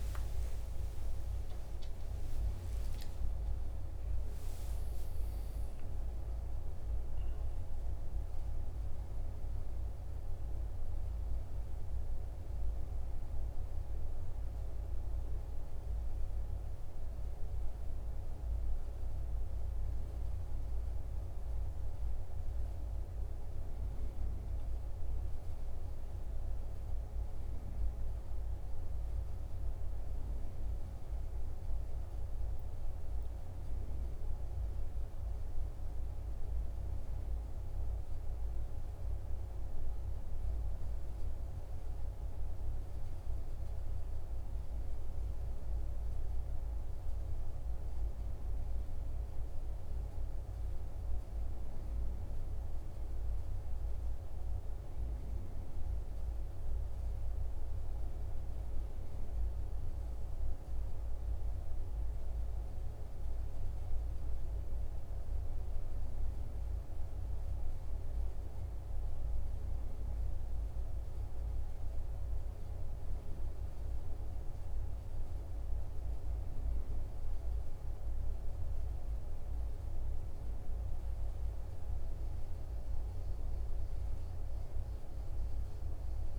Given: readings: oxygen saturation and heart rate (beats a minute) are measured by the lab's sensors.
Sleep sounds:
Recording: a person partly awake in a sleep study, hard to hear, by a room microphone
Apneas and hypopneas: none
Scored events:
28.00-86.38 s: new sleep stage, N1 (lightest sleep)
From the record:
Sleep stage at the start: awake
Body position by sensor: on the right side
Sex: male

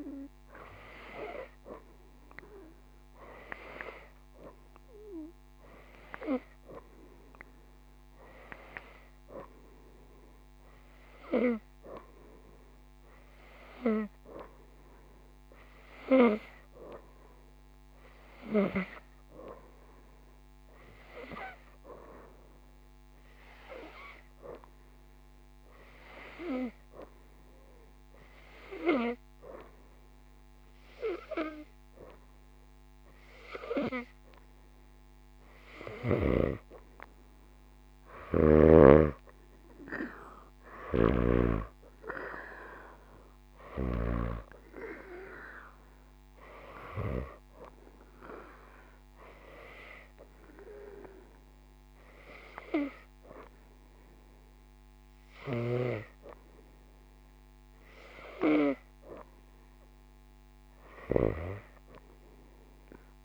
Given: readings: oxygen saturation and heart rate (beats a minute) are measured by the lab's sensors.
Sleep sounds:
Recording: breathing in sleep by a microphone on the trachea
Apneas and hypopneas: 1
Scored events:
23.50-34.50 s: hypopnea (oxygen 94% before, 90% lowest, heart rate 85 before, 66 extreme, up 2 after)
36.00-39.50 s: arousal
40.00-57.00 s: oxygen desaturation (device-marked, oxygen 94% before, 90% lowest, heart rate 85 before, 66 extreme)
From the record:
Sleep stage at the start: N2 (light sleep)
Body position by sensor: upright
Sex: female

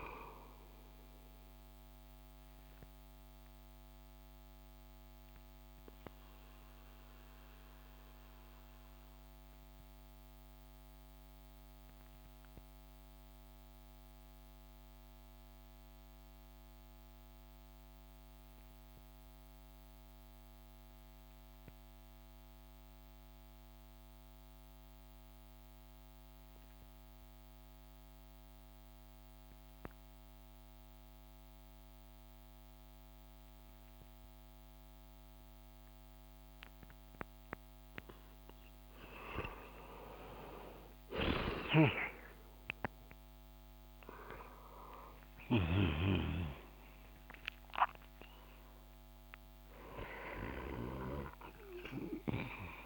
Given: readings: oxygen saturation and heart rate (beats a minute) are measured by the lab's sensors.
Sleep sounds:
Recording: breathing in sleep by a microphone on the trachea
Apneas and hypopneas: 1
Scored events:
0.00-24.00 s: oxygen desaturation (device-marked, oxygen 87% lowest)
2.50-37.50 s: obstructive apnea (oxygen 99% before, 87% lowest)
39.00-52.86 s: oxygen desaturation (device-marked, oxygen 97% before, 90% lowest)
39.50-45.00 s: arousal
40.50-50.50 s: snoring (device-marked)
From the record:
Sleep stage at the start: N2 (light sleep)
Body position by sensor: on the back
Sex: male

